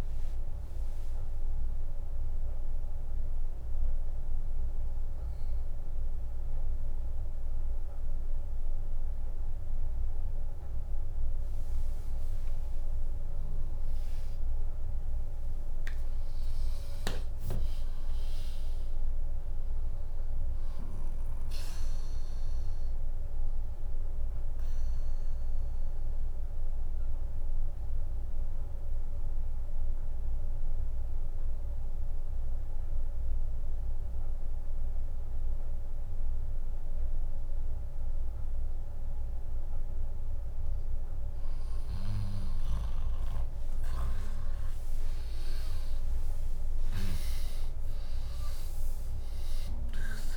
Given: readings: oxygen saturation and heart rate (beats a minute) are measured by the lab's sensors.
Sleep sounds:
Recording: breathing in sleep by a room microphone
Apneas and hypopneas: 1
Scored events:
0.00-4.00 s: drop in pulse transit time (device-marked, heart rate 69 extreme)
13.50-18.00 s: arousal
28.00-40.50 s: obstructive apnea (oxygen 100% before, 95% lowest, heart rate 73 before, 58 extreme, up 1 after)
39.00-43.00 s: bradycardia (device-marked, heart rate 74 before, 59 extreme)
42.50-47.00 s: arousal
47.00-50.37 s: drop in pulse transit time (device-marked, heart rate 62 before, 60 extreme)
From the record:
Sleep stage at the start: N2 (light sleep)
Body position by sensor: on the left side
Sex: female

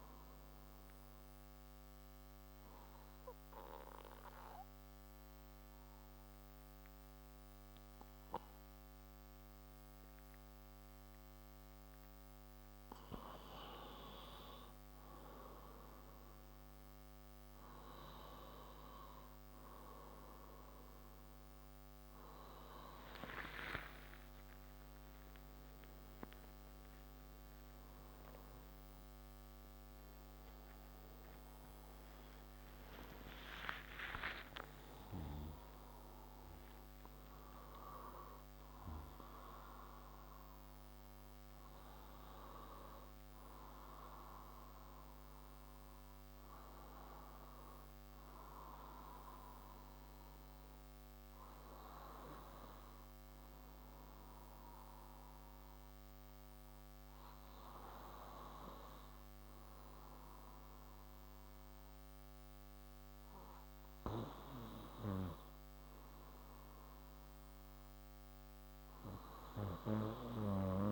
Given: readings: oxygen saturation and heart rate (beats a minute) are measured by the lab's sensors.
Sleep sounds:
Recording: a person partly awake in a sleep study, by a microphone on the trachea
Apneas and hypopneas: 1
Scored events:
0.00-17.00 s: oxygen desaturation (device-marked, oxygen 92% lowest, heart rate 59 extreme)
2.00-13.50 s: obstructive apnea (oxygen 97% before, 92% lowest, heart rate 53 before, 59 extreme, up 5 after)
19.00-49.00 s: new sleep stage, awake
49.00-70.92 s: new sleep stage, N1 (lightest sleep)
From the record:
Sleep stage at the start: N2 (light sleep)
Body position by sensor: on the left side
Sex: male

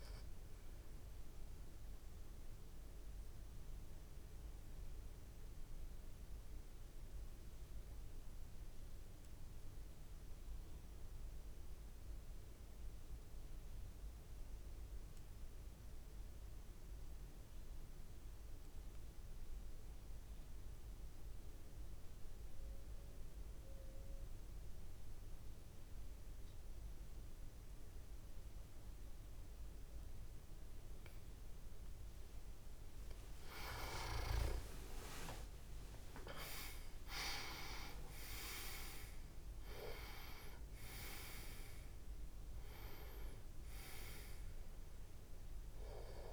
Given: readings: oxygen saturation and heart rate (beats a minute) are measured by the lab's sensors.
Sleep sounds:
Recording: breathing in sleep by a room microphone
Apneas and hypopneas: 1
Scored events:
0.00-8.00 s: oxygen desaturation (device-marked, oxygen 88% lowest)
0.00-11.00 s: tachycardia (device-marked)
4.00-32.50 s: obstructive apnea (oxygen 97% before, 87% lowest)
27.00-46.33 s: oxygen desaturation (device-marked, oxygen 98% before, 87% lowest)
33.50-38.00 s: arousal
From the record:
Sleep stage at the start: N2 (light sleep)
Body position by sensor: on the back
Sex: male

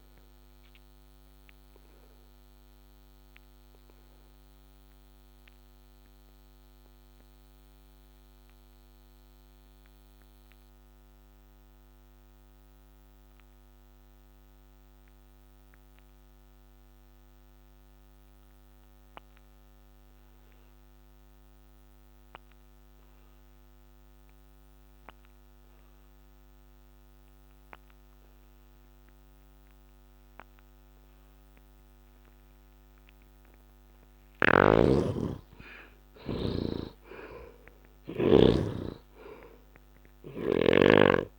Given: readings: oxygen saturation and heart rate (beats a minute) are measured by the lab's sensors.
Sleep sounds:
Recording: breathing in sleep by a microphone on the trachea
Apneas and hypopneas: 1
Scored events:
0.00-19.00 s: oxygen desaturation (device-marked, oxygen 66% lowest, heart rate 66 extreme)
0.50-33.00 s: obstructive apnea (oxygen 98% before, 63% lowest, heart rate 70 before, 66 extreme, up 7 after)
21.00-41.39 s: oxygen desaturation (device-marked, oxygen 96% before, 66% lowest, heart rate 70 before, 68 extreme)
34.00-38.00 s: snoring (device-marked)
35.00-37.50 s: arousal
From the record:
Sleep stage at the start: N2 (light sleep)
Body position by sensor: on the back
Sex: male

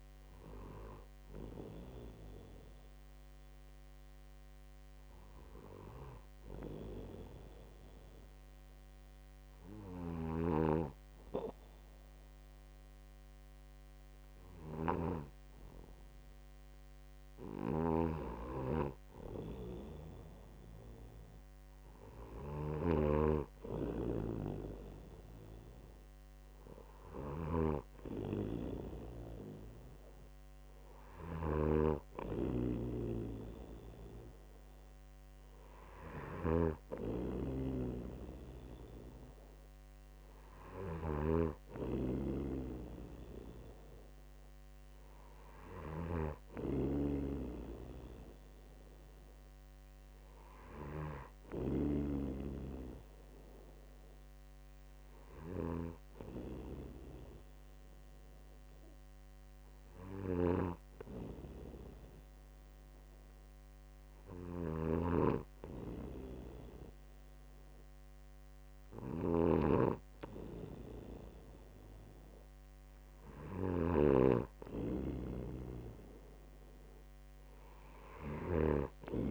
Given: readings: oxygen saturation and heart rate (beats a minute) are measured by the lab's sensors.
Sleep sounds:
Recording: breathing in sleep by a microphone on the trachea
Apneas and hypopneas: 2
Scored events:
4.50-17.00 s: hypopnea (oxygen 98% before, 95% lowest, heart rate 66 before, 63 extreme, up 1 after)
10.50-16.00 s: snoring (device-marked)
18.00-79.31 s: snoring (device-marked)
18.50-23.00 s: arousal
49.50-52.00 s: arousal
54.00-67.00 s: hypopnea (oxygen 97% before, 94% lowest, heart rate 64 before, 63 extreme, up 0 after)
70.00-73.00 s: arousal
From the record:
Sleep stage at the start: N2 (light sleep)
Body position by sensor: on the right side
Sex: male

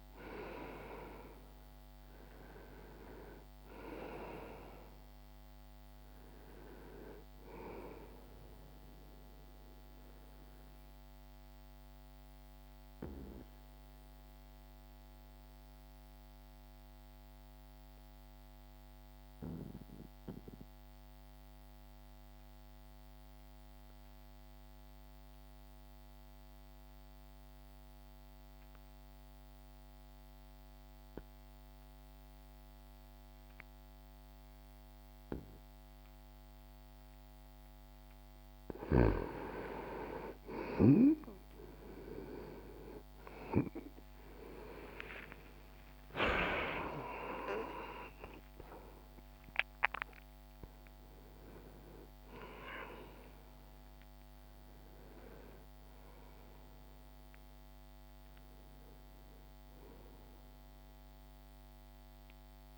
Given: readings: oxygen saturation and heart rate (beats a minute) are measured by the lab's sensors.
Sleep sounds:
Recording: breathing in sleep by a microphone on the trachea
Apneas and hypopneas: 1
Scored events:
0.00-30.00 s: oxygen desaturation (device-marked, oxygen 85% lowest, heart rate 59 extreme)
10.00-37.00 s: mixed apnea (oxygen 98% before, 85% lowest, heart rate 60 before, 60 extreme, up 12 after)
40.00-55.00 s: oxygen desaturation (device-marked, oxygen 98% before, 90% lowest, heart rate 64 before, 61 extreme)
44.50-50.50 s: arousal
From the record:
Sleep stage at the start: N2 (light sleep)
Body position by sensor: on the back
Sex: male

